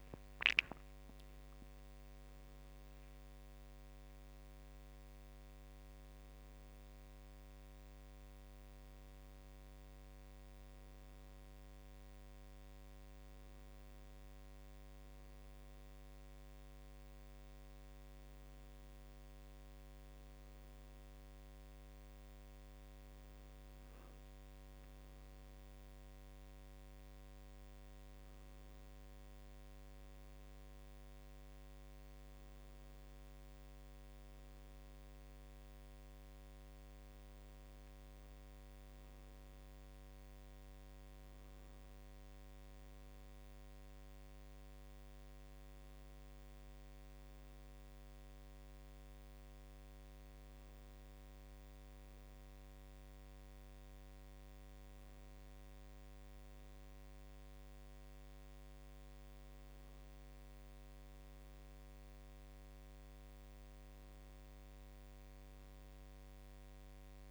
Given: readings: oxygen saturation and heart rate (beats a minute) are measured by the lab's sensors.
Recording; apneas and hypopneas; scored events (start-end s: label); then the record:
a person awake in a sleep study, hard to hear, by a microphone on the trachea; none
none scored
From the record:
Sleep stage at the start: awake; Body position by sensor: on the right side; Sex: male